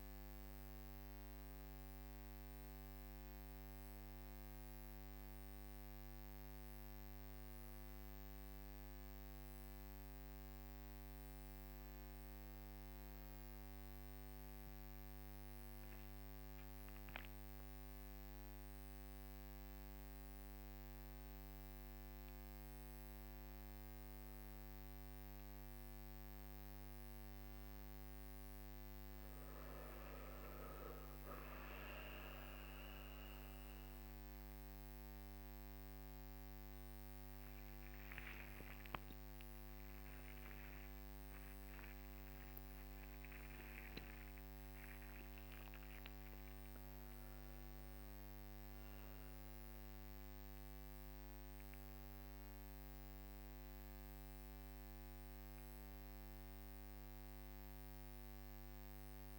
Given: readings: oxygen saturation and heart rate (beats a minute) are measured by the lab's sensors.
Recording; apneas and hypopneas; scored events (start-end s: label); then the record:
breathing in sleep, hard to hear, by a microphone on the trachea; 1
6.00-20.00 s: hypopnea (oxygen 99% before, 95% lowest, heart rate 47 before, 48 extreme, up 3 after)
40.50-42.50 s: long interval between heartbeats (device-marked, heart rate 53 before, 69 extreme)
From the record:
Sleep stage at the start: N1 (lightest sleep); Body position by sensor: on the back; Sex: male